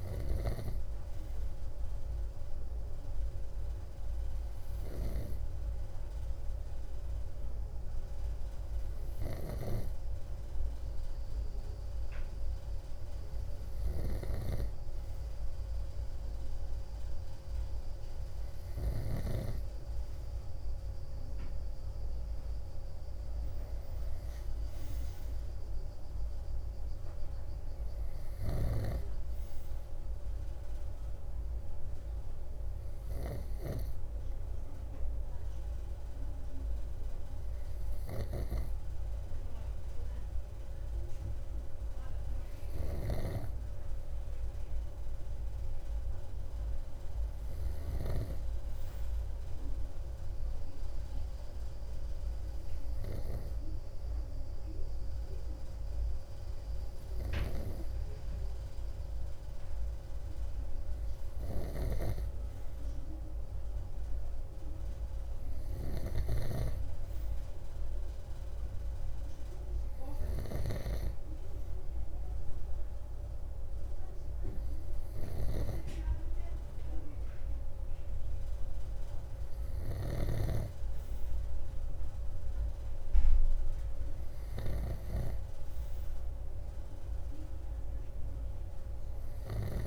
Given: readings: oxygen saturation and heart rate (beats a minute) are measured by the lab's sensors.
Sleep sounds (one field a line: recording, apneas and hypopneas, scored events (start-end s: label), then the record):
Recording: breathing in sleep by a room microphone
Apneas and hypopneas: none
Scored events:
82.50-89.87 s: new sleep stage, awake
From the record:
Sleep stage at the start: N2 (light sleep)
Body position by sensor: on the right side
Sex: male